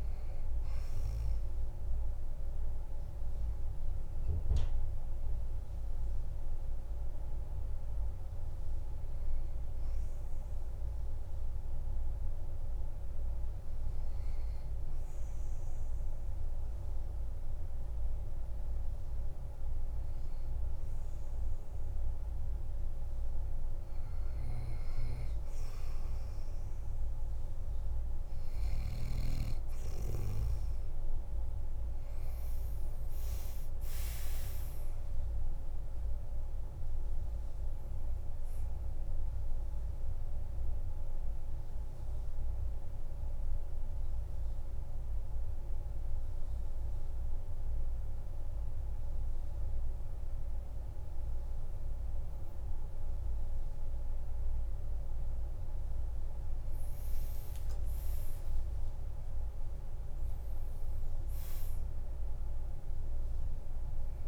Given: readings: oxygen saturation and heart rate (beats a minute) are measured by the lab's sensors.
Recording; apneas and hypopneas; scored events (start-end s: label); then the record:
breathing in sleep, hard to hear, by a room microphone; 2
0.00-12.00 s: oxygen desaturation (device-marked, oxygen 93% lowest, heart rate 48 extreme)
4.50-23.00 s: hypopnea (oxygen 98% before, 94% lowest, heart rate 87 before, 46 extreme, up 5 after)
24.50-26.50 s: arousal
28.00-50.00 s: oxygen desaturation (device-marked, oxygen 98% before, 94% lowest, heart rate 49 before, 46 extreme)
34.00-36.00 s: long interval between heartbeats (device-marked, heart rate 51 before, 79 extreme)
34.00-37.00 s: tachycardia (device-marked, heart rate 62 before, 99 extreme)
37.00-39.00 s: long interval between heartbeats (device-marked, heart rate 57 before, 102 extreme)
39.50-55.00 s: mixed apnea (oxygen 98% before, 92% lowest, heart rate 62 before, 46 extreme)
55.00-61.00 s: tachycardia (device-marked, heart rate 62 before, 137 extreme)
57.00-60.50 s: arousal
60.50-62.50 s: long interval between heartbeats (device-marked, heart rate 60 before, 134 extreme)
From the record:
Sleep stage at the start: N2 (light sleep); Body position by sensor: on the back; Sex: male